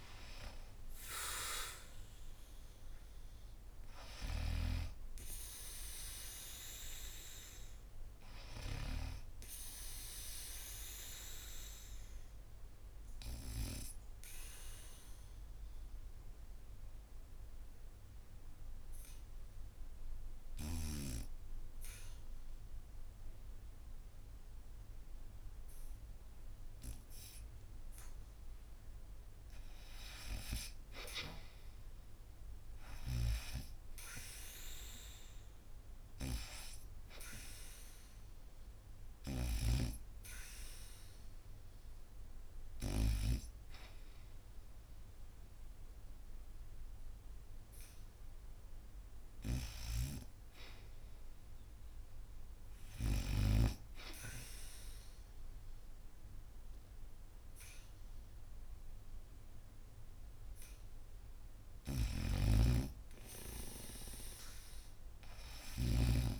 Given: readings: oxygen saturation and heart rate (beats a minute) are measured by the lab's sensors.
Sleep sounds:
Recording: breathing in sleep by a room microphone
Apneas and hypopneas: 2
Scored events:
0.00-14.50 s: oxygen desaturation (device-marked, oxygen 79% lowest, heart rate 75 extreme)
12.50-28.00 s: obstructive apnea (oxygen 92% before, 81% lowest, heart rate 84 before, 75 extreme, up 0 after)
30.50-33.00 s: arousal
32.50-51.50 s: oxygen desaturation (device-marked, oxygen 99% before, 81% lowest, heart rate 81 before, 77 extreme)
39.50-50.00 s: hypopnea (oxygen 99% before, 81% lowest, heart rate 78 before, 77 extreme, up 1 after)
56.00-61.50 s: arousal
61.50-65.50 s: snoring (device-marked)
From the record:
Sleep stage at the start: REM sleep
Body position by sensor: on the back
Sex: female

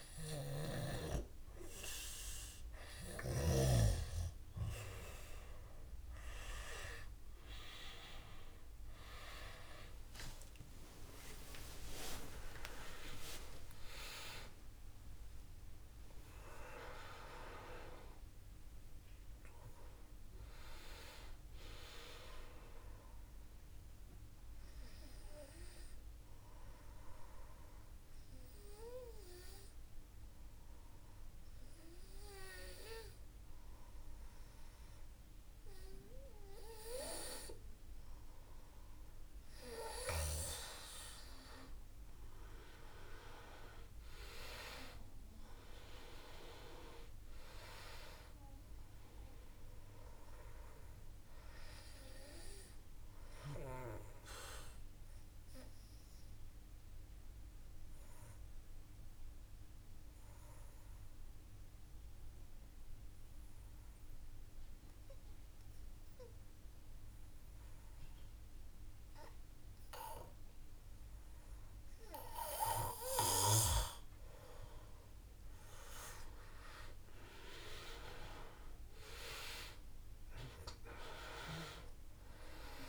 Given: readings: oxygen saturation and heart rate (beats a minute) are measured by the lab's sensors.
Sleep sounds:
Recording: breathing in sleep by a room microphone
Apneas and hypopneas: 2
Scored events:
7.50-38.50 s: oxygen desaturation (device-marked, oxygen 97% before, 90% lowest, heart rate 57 before, 54 extreme)
9.00-13.50 s: arousal
23.00-38.00 s: obstructive apnea (oxygen 97% before, 90% lowest, heart rate 64 before, 54 extreme, up 4 after)
40.00-43.50 s: arousal
49.50-66.50 s: oxygen desaturation (device-marked, oxygen 97% before, 92% lowest, heart rate 58 before, 54 extreme)
54.50-70.50 s: obstructive apnea (oxygen 97% before, 92% lowest, heart rate 57 before, 54 extreme, up 4 after)
74.50-78.00 s: arousal
80.50-82.89 s: oxygen desaturation (device-marked, oxygen 97% before, 92% lowest, heart rate 56 before, 55 extreme)
From the record:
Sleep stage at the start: N2 (light sleep)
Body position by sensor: on the back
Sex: male

